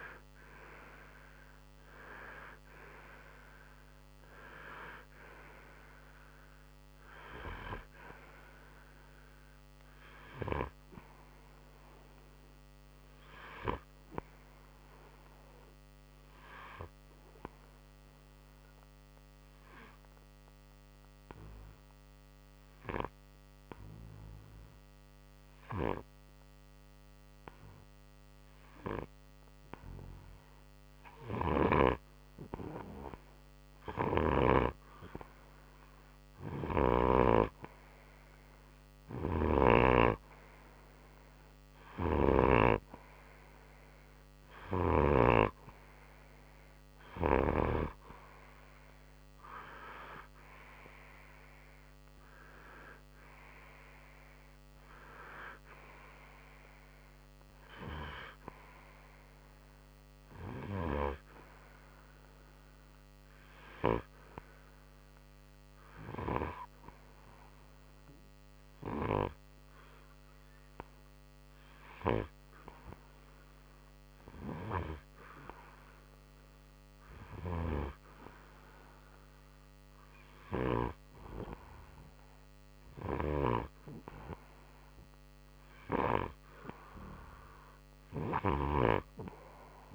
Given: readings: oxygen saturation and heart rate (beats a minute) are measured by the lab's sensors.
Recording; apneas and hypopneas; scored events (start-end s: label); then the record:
breathing in sleep by a microphone on the trachea; 2
0.00-10.50 s: oxygen desaturation (device-marked, oxygen 91% lowest, heart rate 58 extreme)
16.00-31.00 s: obstructive apnea (oxygen 94% before, 91% lowest, heart rate 65 before, 60 extreme, up 1 after)
34.50-39.00 s: arousal
45.50-63.50 s: oxygen desaturation (device-marked, oxygen 96% before, 91% lowest, heart rate 61 before, 58 extreme)
63.50-85.50 s: hypopnea (oxygen 96% before, 91% lowest, heart rate 65 before, 58 extreme, up 6 after)
88.00-89.95 s: arousal
From the record:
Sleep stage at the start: N2 (light sleep); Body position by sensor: on the right side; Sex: male